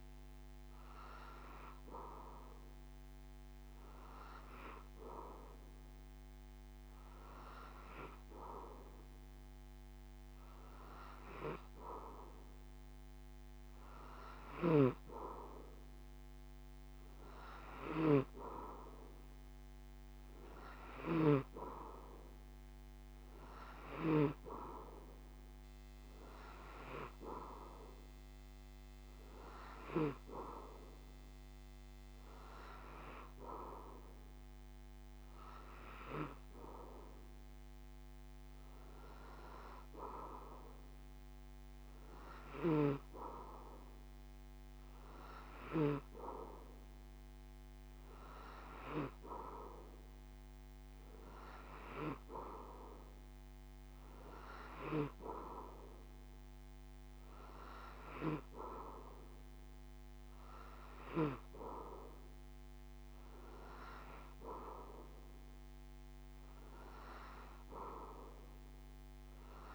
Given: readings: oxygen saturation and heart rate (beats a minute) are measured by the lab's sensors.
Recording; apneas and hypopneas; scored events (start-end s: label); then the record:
breathing in sleep by a microphone on the trachea; none
none scored
From the record:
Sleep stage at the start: N3 (deep sleep); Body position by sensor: on the back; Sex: male